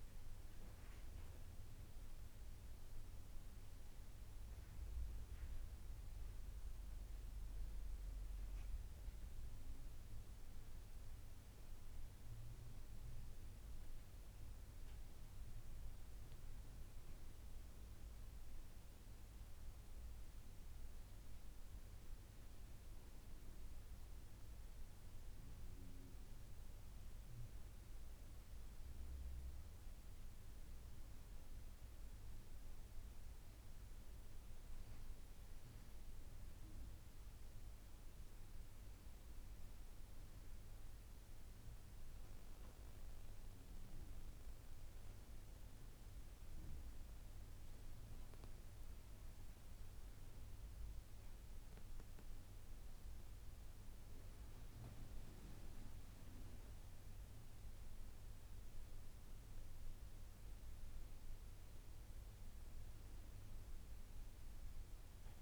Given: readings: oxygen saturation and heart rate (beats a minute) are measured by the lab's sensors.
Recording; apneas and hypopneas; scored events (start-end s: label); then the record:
breathing in sleep, hard to hear, by a room microphone; none
none scored
From the record:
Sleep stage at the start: N2 (light sleep); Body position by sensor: on the right side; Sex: female